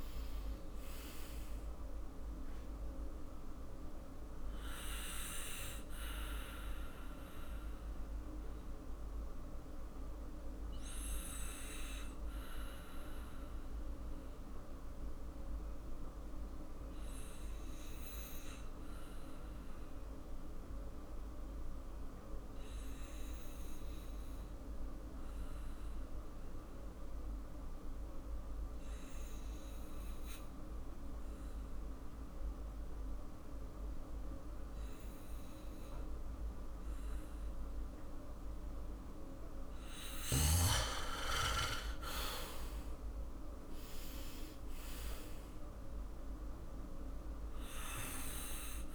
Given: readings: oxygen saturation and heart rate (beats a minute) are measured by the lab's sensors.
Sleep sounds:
breathing in sleep by a room microphone; 1
4.00-39.00 s: obstructive apnea (oxygen 98% before, 89% lowest, heart rate 57 before, 49 extreme, up 12 after)
19.50-29.50 s: oxygen desaturation (device-marked, oxygen 96% before, 90% lowest, heart rate 59 before, 52 extreme)
41.50-45.50 s: arousal
From the record:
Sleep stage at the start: N2 (light sleep); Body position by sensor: on the back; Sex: male

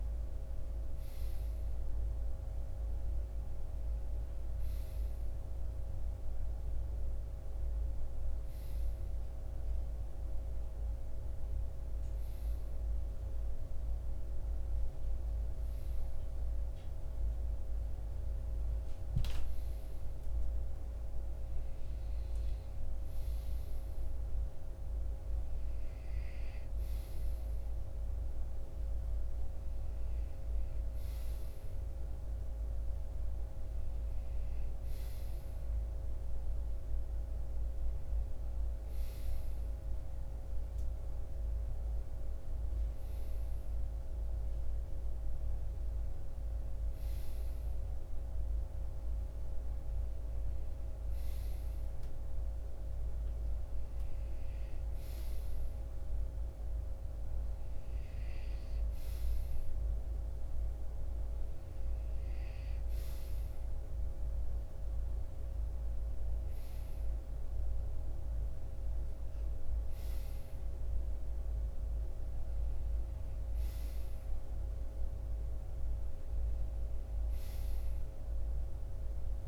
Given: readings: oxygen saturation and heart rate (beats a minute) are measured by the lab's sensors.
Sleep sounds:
breathing in sleep, hard to hear, by a room microphone; none
none scored
From the record:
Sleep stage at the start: REM sleep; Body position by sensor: on the right side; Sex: male

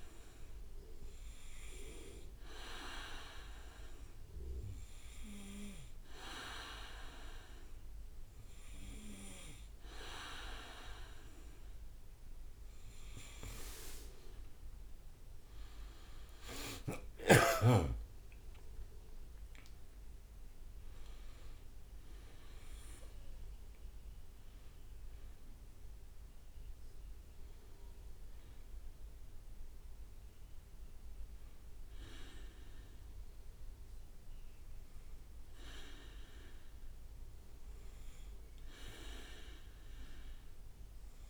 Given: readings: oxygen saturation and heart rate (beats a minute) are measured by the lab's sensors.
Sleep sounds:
breathing in sleep by a room microphone; none
11.50-15.50 s: leg movement (device-marked)
16.00-24.00 s: leg movement (device-marked)
18.00-22.00 s: arousal
From the record:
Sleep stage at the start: N2 (light sleep); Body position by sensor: on the back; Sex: male

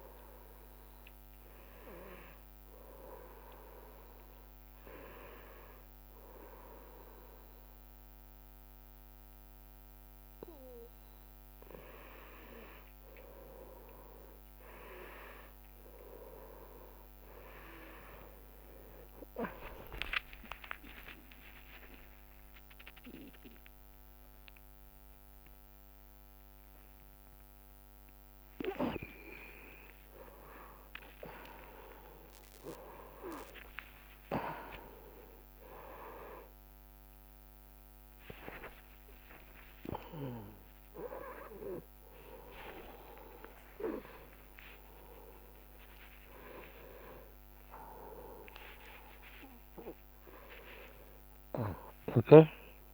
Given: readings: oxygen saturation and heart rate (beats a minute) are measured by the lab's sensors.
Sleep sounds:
a person awake in a sleep study, by a microphone on the trachea; none
2.50-4.50 s: long interval between heartbeats (device-marked, heart rate 78 before, 74 extreme)
4.00-6.00 s: tachycardia (device-marked, heart rate 69 before, 86 extreme)
4.00-52.94 s: new sleep stage, awake
5.00-7.00 s: long interval between heartbeats (device-marked, heart rate 80 before, 86 extreme)
7.50-9.50 s: long interval between heartbeats (device-marked, heart rate 80 before, 106 extreme)
16.00-23.00 s: tachycardia (device-marked, heart rate 69 before, 144 extreme)
20.50-22.50 s: long interval between heartbeats (device-marked, heart rate 84 before, 135 extreme)
23.00-32.00 s: drop in pulse transit time (device-marked, heart rate 94 before, 62 extreme)
26.50-28.50 s: long interval between heartbeats (device-marked, heart rate 102 before, 79 extreme)
27.00-38.00 s: oxygen desaturation (device-marked, oxygen 96% before, 93% lowest)
29.50-31.50 s: long interval between heartbeats (device-marked, heart rate 97 before, 71 extreme)
30.00-39.00 s: tachycardia (device-marked, heart rate 70 before, 145 extreme)
33.00-35.00 s: long interval between heartbeats (device-marked, heart rate 96 before, 111 extreme)
35.50-37.50 s: long interval between heartbeats (device-marked, heart rate 101 before, 137 extreme)
38.00-40.00 s: long interval between heartbeats (device-marked, heart rate 111 before, 121 extreme)
40.00-42.00 s: long interval between heartbeats (device-marked, heart rate 114 before, 113 extreme)
43.00-47.00 s: drop in pulse transit time (device-marked, heart rate 110 before, 89 extreme)
44.00-46.00 s: long interval between heartbeats (device-marked, heart rate 108 before, 89 extreme)
From the record:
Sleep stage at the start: N1 (lightest sleep); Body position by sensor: on the right side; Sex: male

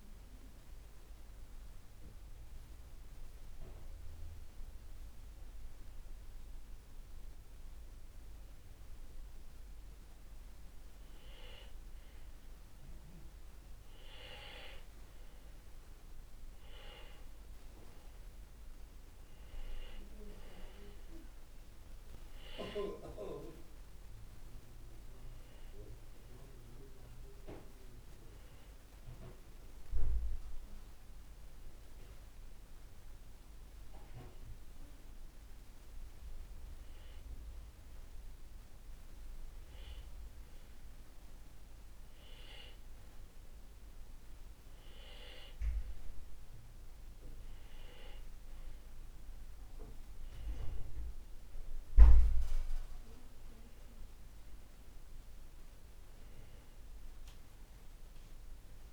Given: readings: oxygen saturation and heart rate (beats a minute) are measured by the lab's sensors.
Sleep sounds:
breathing in sleep by a room microphone; 2
0.00-10.00 s: oxygen desaturation (device-marked, oxygen 92% lowest, heart rate 54 extreme)
1.50-14.00 s: obstructive apnea (oxygen 95% before, 92% lowest, heart rate 70 before, 55 extreme, up 8 after)
17.00-20.50 s: arousal
22.00-34.00 s: oxygen desaturation (device-marked, oxygen 98% before, 92% lowest, heart rate 57 before, 55 extreme)
31.00-44.50 s: hypopnea (oxygen 98% before, 93% lowest, heart rate 59 before, 55 extreme, up 7 after)
47.50-51.00 s: arousal
From the record:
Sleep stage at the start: N2 (light sleep); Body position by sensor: on the back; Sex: male

